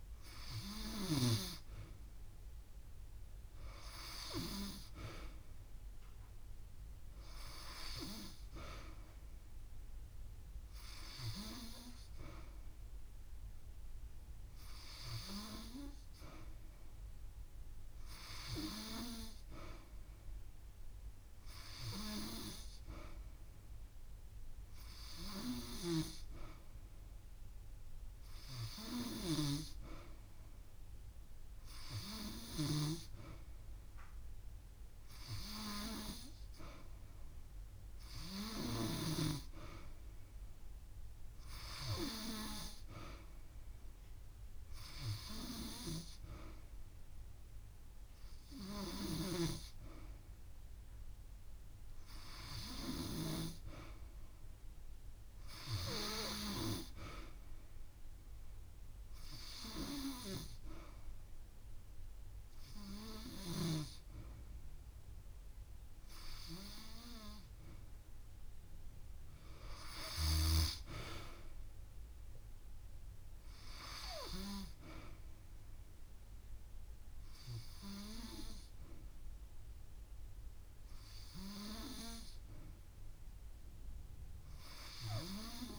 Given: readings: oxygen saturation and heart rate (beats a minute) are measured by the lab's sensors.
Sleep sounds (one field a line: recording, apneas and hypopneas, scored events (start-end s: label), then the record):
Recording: breathing in sleep by a room microphone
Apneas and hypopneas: none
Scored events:
0.00-2.00 s: long interval between heartbeats (device-marked)
60.00-62.00 s: long interval between heartbeats (device-marked)
62.00-64.00 s: long interval between heartbeats (device-marked)
65.50-67.50 s: long interval between heartbeats (device-marked)
65.50-72.50 s: drop in pulse transit time (device-marked)
From the record:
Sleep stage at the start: N2 (light sleep)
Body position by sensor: on the back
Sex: female